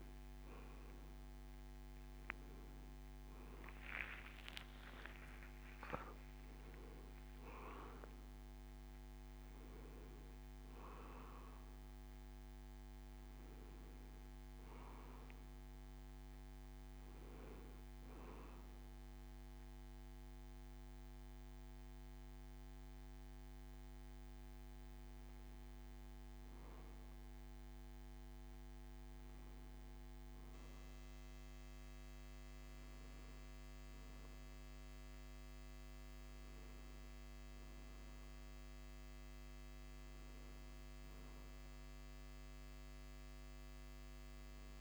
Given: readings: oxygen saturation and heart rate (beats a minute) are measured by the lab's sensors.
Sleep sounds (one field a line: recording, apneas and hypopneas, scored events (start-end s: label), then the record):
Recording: breathing in sleep, hard to hear, by a microphone on the trachea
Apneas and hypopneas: none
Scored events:
0.00-3.00 s: arousal
From the record:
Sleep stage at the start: N2 (light sleep)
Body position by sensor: on the back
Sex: male